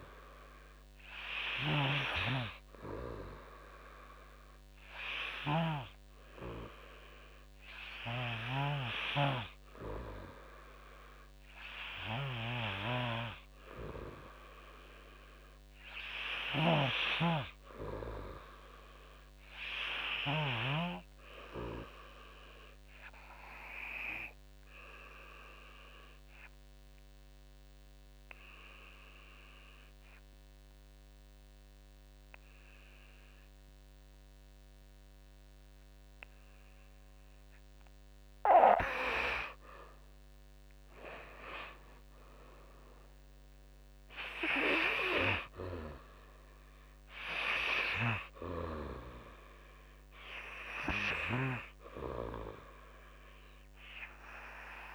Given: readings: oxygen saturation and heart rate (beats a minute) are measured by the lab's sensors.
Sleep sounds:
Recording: breathing in sleep by a microphone on the trachea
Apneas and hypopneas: 1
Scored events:
5.00-8.50 s: snoring (device-marked)
16.00-20.00 s: snoring (device-marked)
21.50-34.50 s: obstructive apnea (oxygen 96% before, 90% lowest, heart rate 53 before, 52 extreme, up 11 after)
36.00-54.95 s: new sleep stage, N2 (light sleep)
39.50-43.50 s: arousal
44.00-54.95 s: drop in pulse transit time (device-marked, heart rate 55 before, 52 extreme)
47.00-54.95 s: oxygen desaturation (device-marked, oxygen 96% before, 90% lowest, heart rate 56 before, 45 extreme)
From the record:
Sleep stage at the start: N3 (deep sleep)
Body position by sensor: on the back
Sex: male

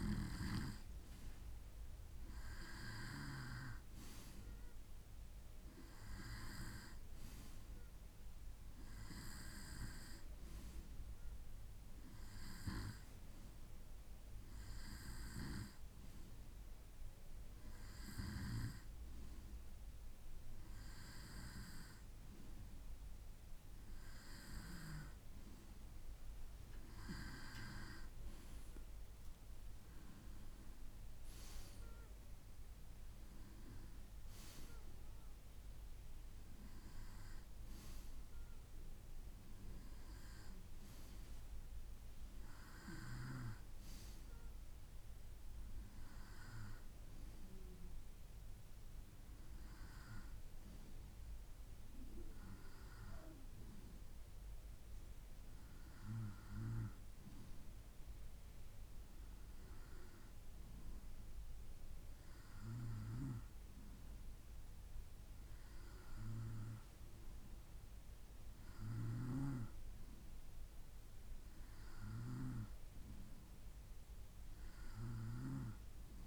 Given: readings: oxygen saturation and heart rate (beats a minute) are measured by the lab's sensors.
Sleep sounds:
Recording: breathing in sleep by a room microphone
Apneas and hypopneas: none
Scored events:
none scored
From the record:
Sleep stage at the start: N2 (light sleep)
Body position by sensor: on the right side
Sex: male

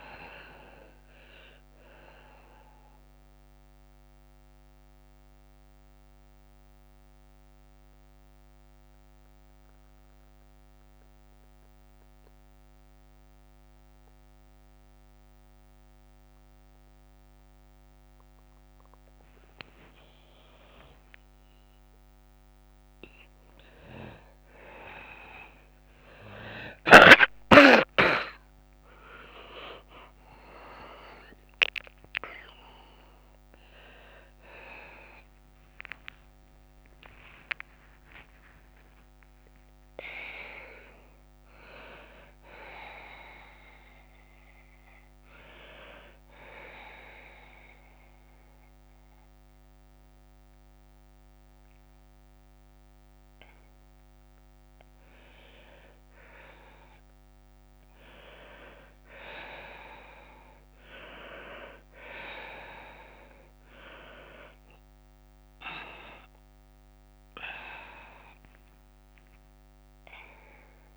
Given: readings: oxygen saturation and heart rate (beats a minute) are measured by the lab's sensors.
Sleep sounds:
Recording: breathing in sleep by a microphone on the trachea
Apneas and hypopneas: 1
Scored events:
0.00-11.00 s: tachycardia (device-marked, heart rate 107 extreme)
0.00-13.00 s: oxygen desaturation (device-marked, oxygen 83% lowest, heart rate 98 extreme)
0.00-16.00 s: drop in pulse transit time (device-marked, heart rate 99 extreme)
1.50-17.50 s: mixed apnea (oxygen 99% before, 83% lowest, heart rate 99 before, 98 extreme, up 11 after)
16.00-70.97 s: tachycardia (device-marked, heart rate 103 before, 144 extreme)
19.50-21.50 s: long interval between heartbeats (device-marked, heart rate 103 before, 107 extreme)
21.00-25.50 s: arousal
26.00-49.00 s: oxygen desaturation (device-marked, oxygen 98% before, 87% lowest, heart rate 104 before, 103 extreme)
29.00-40.00 s: drop in pulse transit time (device-marked, heart rate 103 before, 102 extreme)
31.50-33.50 s: long interval between heartbeats (device-marked, heart rate 103 before, 111 extreme)
35.00-65.00 s: new sleep stage, N1 (lightest sleep)
36.00-38.00 s: long interval between heartbeats (device-marked, heart rate 108 before, 138 extreme)
38.50-40.50 s: long interval between heartbeats (device-marked, heart rate 112 before, 134 extreme)
61.00-70.97 s: oxygen desaturation (device-marked, oxygen 98% before, 91% lowest, heart rate 106 before, 101 extreme)
65.00-69.50 s: arousal
65.00-70.97 s: new sleep stage, N2 (light sleep)
From the record:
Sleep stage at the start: N2 (light sleep)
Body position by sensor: on the left side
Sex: female

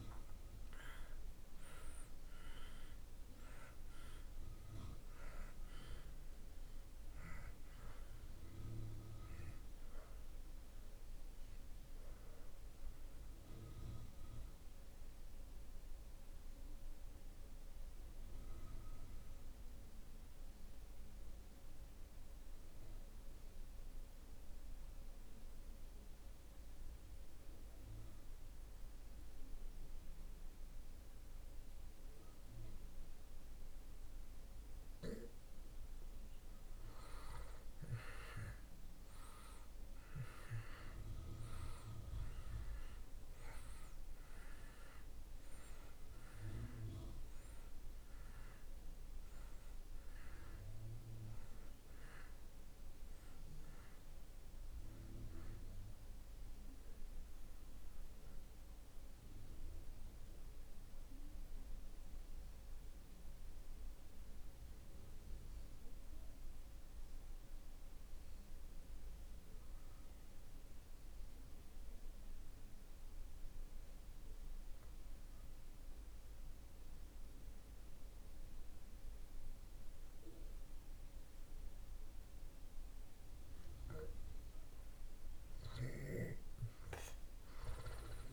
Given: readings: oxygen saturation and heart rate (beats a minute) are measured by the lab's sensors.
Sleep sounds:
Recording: breathing in sleep by a room microphone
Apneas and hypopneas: 2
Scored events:
0.00-31.50 s: oxygen desaturation (device-marked, oxygen 76% lowest)
12.50-34.00 s: mixed apnea (oxygen 96% before, 75% lowest)
39.50-74.50 s: oxygen desaturation (device-marked, oxygen 97% before, 75% lowest)
40.00-44.50 s: arousal
58.00-84.00 s: mixed apnea (oxygen 97% before, 75% lowest)
86.00-88.33 s: arousal
From the record:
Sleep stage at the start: N2 (light sleep)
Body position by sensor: on the back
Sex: male

